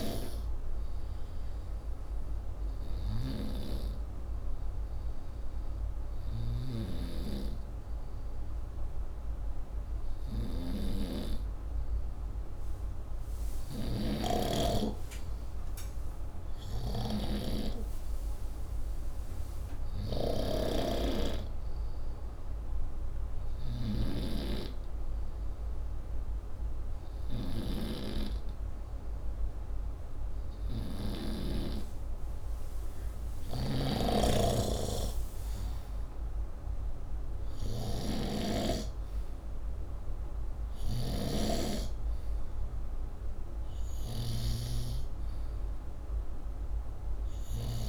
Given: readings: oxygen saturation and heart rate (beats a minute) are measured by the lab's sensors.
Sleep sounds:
breathing in sleep by a room microphone; none
0.00-19.00 s: oxygen desaturation (device-marked, oxygen 91% lowest, heart rate 60 extreme)
13.50-31.50 s: snoring (device-marked)
32.00-45.00 s: oxygen desaturation (device-marked, oxygen 96% before, 92% lowest, heart rate 68 before, 59 extreme)
33.50-47.88 s: snoring (device-marked)
From the record:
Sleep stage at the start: N2 (light sleep); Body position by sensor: upright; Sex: male

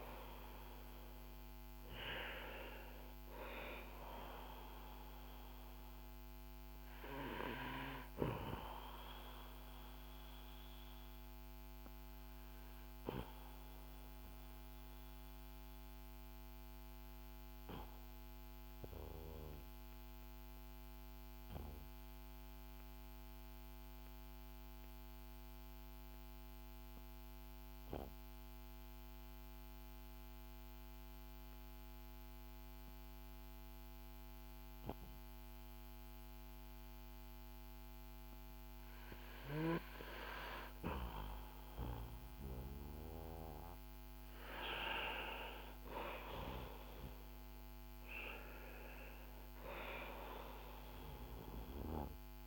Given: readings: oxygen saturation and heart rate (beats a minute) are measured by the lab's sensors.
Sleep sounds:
breathing in sleep by a microphone on the trachea; 1
0.00-1.50 s: arousal
10.00-40.50 s: obstructive apnea (oxygen 97% before, 91% lowest, heart rate 57 before, 49 extreme, up 9 after)
15.00-33.00 s: oxygen desaturation (device-marked, oxygen 94% before, 91% lowest, heart rate 57 before, 49 extreme)
44.50-49.00 s: arousal
From the record:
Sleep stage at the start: N2 (light sleep); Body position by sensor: on the back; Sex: male

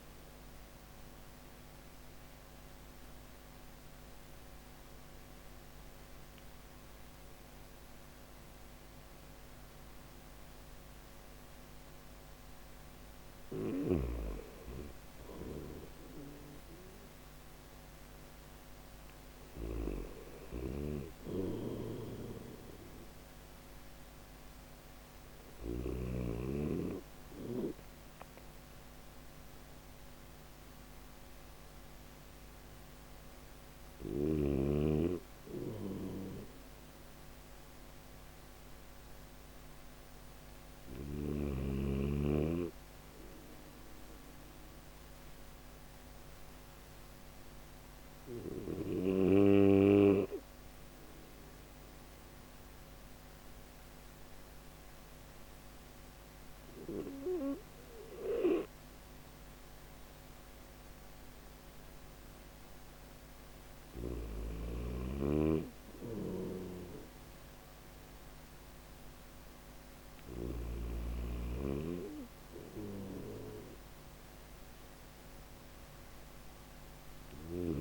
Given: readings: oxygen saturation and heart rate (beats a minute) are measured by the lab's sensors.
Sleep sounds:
breathing in sleep by a microphone on the trachea; none
0.00-2.50 s: oxygen desaturation (device-marked, oxygen 92% lowest, heart rate 62 extreme)
12.50-19.00 s: snoring (device-marked)
21.00-25.00 s: snoring (device-marked)
65.00-69.50 s: snoring (device-marked)
From the record:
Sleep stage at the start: N1 (lightest sleep); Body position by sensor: on the back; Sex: male

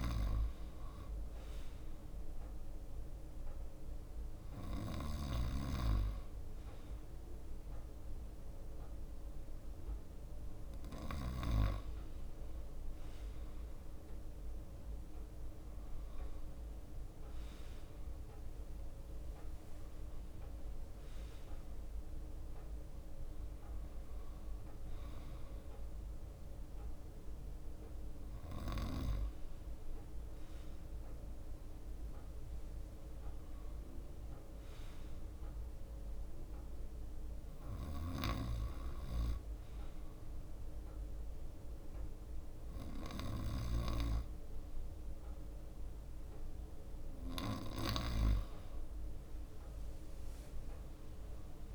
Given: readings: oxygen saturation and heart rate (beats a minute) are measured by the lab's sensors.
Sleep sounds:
breathing in sleep by a room microphone; none
12.50-14.50 s: leg movement (device-marked)
14.00-25.00 s: drop in pulse transit time (device-marked, heart rate 63 before, 63 extreme)
14.50-22.00 s: leg movement (device-marked)
22.00-24.50 s: leg movement (device-marked)
32.50-34.50 s: leg movement (device-marked)
34.50-37.50 s: leg movement (device-marked)
From the record:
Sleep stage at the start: N2 (light sleep); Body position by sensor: on the right side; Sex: male

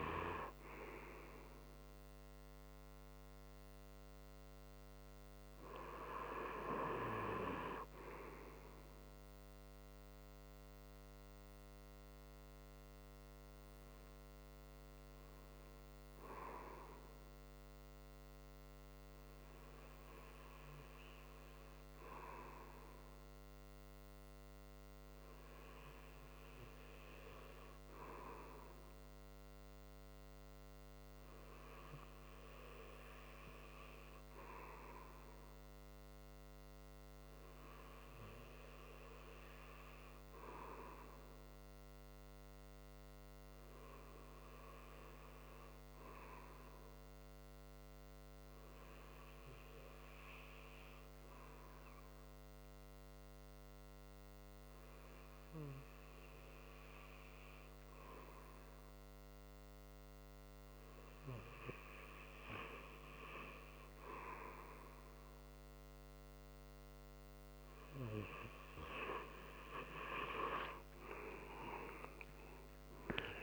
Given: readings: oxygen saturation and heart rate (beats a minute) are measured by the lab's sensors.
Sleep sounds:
breathing in sleep by a microphone on the trachea; 1
40.00-64.50 s: hypopnea (oxygen 97% before, 93% lowest)
71.00-73.43 s: arousal
From the record:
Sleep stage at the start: N2 (light sleep); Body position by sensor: on the right side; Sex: male

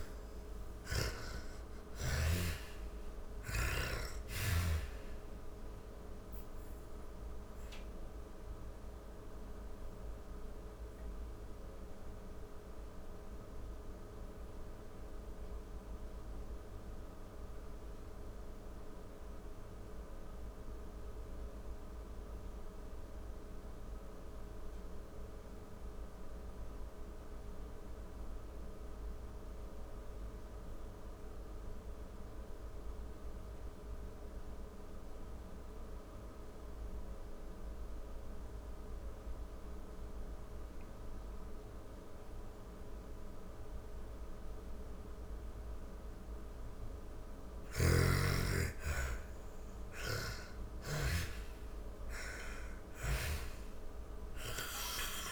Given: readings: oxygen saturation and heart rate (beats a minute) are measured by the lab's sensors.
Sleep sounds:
breathing in sleep by a room microphone; 1
0.00-1.50 s: arousal
0.00-26.50 s: oxygen desaturation (device-marked, oxygen 72% lowest)
6.50-44.50 s: obstructive apnea (oxygen 97% before, 72% lowest)
36.50-55.31 s: oxygen desaturation (device-marked, oxygen 97% before, 75% lowest, heart rate 60 before, 46 extreme)
46.00-49.50 s: snoring (device-marked)
47.00-51.50 s: arousal
From the record:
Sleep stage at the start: N2 (light sleep); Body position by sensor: on the back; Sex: female

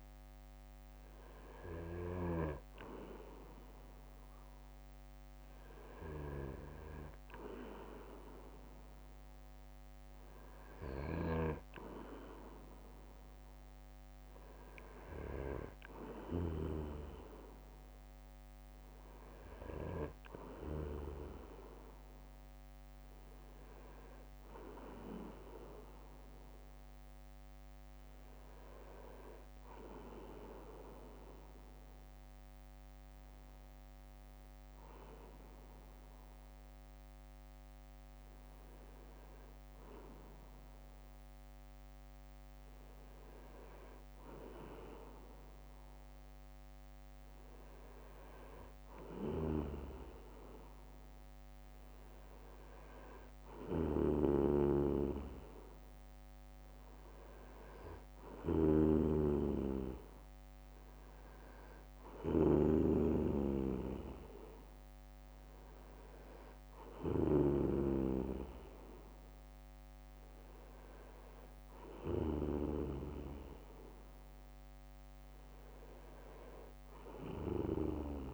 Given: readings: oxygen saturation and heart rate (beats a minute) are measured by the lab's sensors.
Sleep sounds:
breathing in sleep by a microphone on the trachea; none
29.00-31.00 s: bradycardia (device-marked, heart rate 63 before, 64 extreme)
34.00-36.00 s: bradycardia (device-marked, heart rate 63 before, 61 extreme)
71.00-74.00 s: bradycardia (device-marked, heart rate 63 before, 57 extreme)
From the record:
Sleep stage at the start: N2 (light sleep); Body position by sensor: on the back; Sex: male

